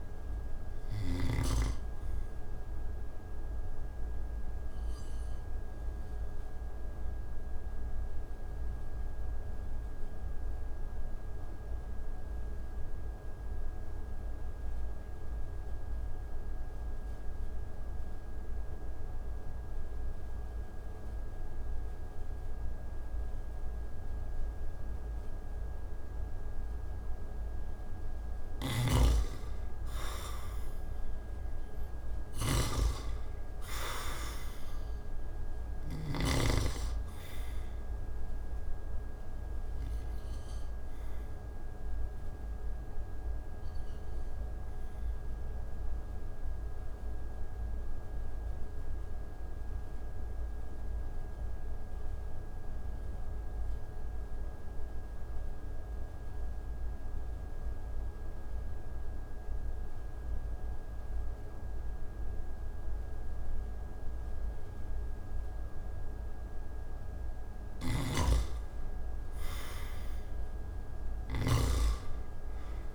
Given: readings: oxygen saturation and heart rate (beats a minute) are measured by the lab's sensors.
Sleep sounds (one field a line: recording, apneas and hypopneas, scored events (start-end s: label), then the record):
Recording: breathing in sleep by a room microphone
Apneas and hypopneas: 2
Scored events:
0.00-1.00 s: snoring (device-marked)
0.00-18.50 s: oxygen desaturation (device-marked, oxygen 82% lowest)
4.50-27.50 s: mixed apnea (oxygen 98% before, 82% lowest)
28.00-35.50 s: snoring (device-marked)
29.50-59.50 s: oxygen desaturation (device-marked, oxygen 98% before, 83% lowest)
34.00-37.50 s: arousal
42.50-66.50 s: mixed apnea (oxygen 98% before, 83% lowest)
67.00-71.00 s: snoring (device-marked)
69.00-72.95 s: arousal
From the record:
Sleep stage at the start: N2 (light sleep)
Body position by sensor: on the back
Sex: male